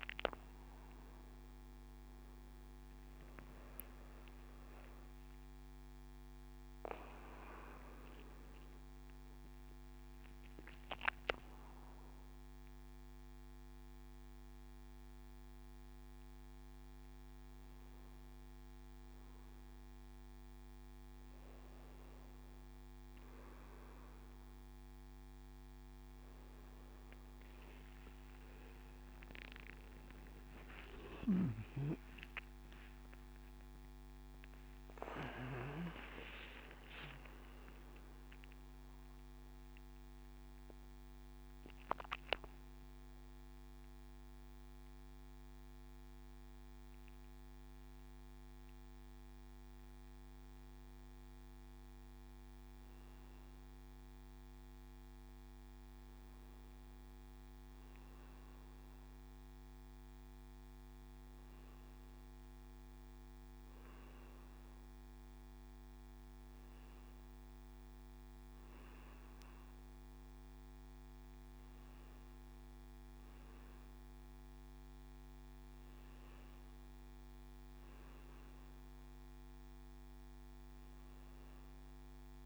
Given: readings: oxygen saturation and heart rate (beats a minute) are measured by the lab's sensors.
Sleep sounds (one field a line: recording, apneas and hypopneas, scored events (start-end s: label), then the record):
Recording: a person awake in a sleep study, by a microphone on the trachea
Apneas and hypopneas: none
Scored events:
0.00-8.00 s: oxygen desaturation (device-marked, oxygen 92% lowest, heart rate 88 extreme)
27.00-31.00 s: oxygen desaturation (device-marked, oxygen 99% before, 95% lowest, heart rate 95 before, 87 extreme)
53.00-82.45 s: new sleep stage, N1 (lightest sleep)
57.00-66.00 s: oxygen desaturation (device-marked, oxygen 99% before, 94% lowest, heart rate 97 before, 85 extreme)
From the record:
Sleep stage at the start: awake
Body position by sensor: on the back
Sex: male